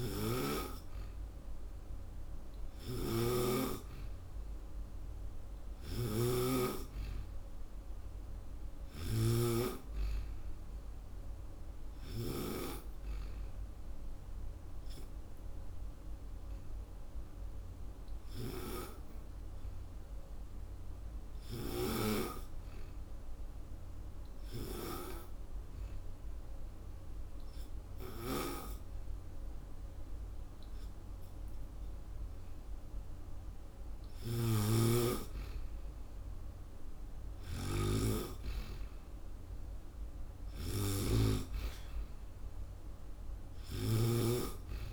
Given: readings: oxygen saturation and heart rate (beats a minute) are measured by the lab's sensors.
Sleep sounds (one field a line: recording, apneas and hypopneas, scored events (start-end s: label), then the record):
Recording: breathing in sleep by a room microphone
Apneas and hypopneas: 1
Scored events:
0.00-3.00 s: arousal
0.00-9.00 s: snoring (device-marked)
14.50-30.50 s: obstructive apnea (oxygen 96% before, 92% lowest)
32.50-36.50 s: arousal
34.00-44.93 s: snoring (device-marked)
From the record:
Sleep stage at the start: N2 (light sleep)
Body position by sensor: on the back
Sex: female